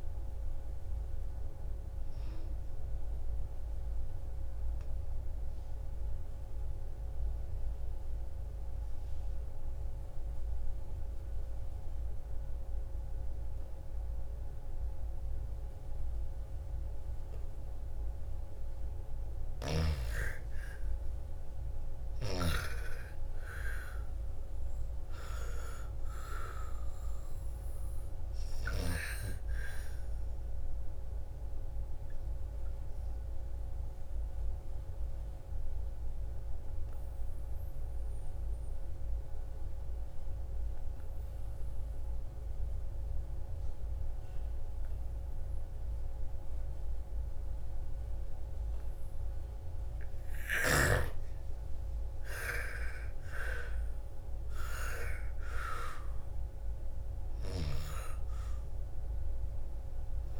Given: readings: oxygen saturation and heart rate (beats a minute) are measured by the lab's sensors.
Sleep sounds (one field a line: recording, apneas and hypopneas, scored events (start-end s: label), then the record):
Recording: breathing in sleep by a room microphone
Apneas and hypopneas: 2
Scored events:
0.00-14.00 s: oxygen desaturation (device-marked, oxygen 78% lowest, heart rate 54 extreme)
4.00-19.00 s: obstructive apnea (oxygen 99% before, 78% lowest, heart rate 64 before, 54 extreme, up 13 after)
21.00-25.50 s: arousal
22.00-39.00 s: oxygen desaturation (device-marked, oxygen 99% before, 88% lowest, heart rate 61 before, 54 extreme)
30.50-49.50 s: obstructive apnea (oxygen 99% before, 85% lowest, heart rate 60 before, 54 extreme, up 17 after)
51.50-55.50 s: arousal
52.00-60.40 s: oxygen desaturation (device-marked, oxygen 98% before, 85% lowest, heart rate 57 before, 57 extreme)
From the record:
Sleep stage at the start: N2 (light sleep)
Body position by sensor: on the back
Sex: female